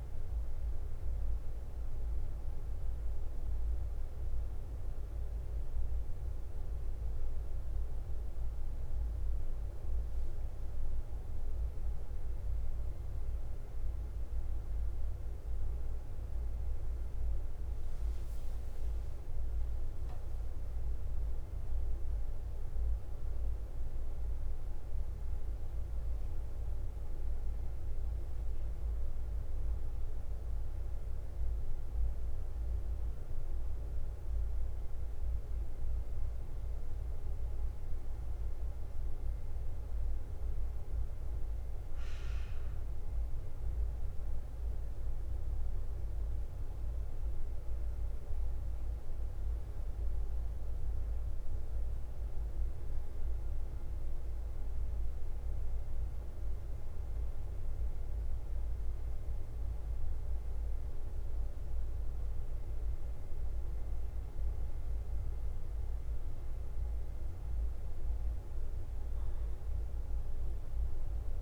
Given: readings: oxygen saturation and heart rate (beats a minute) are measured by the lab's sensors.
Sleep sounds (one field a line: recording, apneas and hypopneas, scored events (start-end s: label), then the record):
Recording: breathing in sleep, hard to hear, by a room microphone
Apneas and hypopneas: 2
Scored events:
0.00-71.42 s: bradycardia (device-marked, heart rate 45 extreme)
26.00-29.50 s: arousal
32.00-43.00 s: central apnea (oxygen 97% before, 95% lowest, heart rate 52 before, 50 extreme, up 2 after)
45.00-49.00 s: arousal
56.00-67.00 s: obstructive apnea (oxygen 98% before, 94% lowest, heart rate 51 before, 49 extreme, up 2 after)
From the record:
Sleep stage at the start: N2 (light sleep)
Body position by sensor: on the back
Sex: male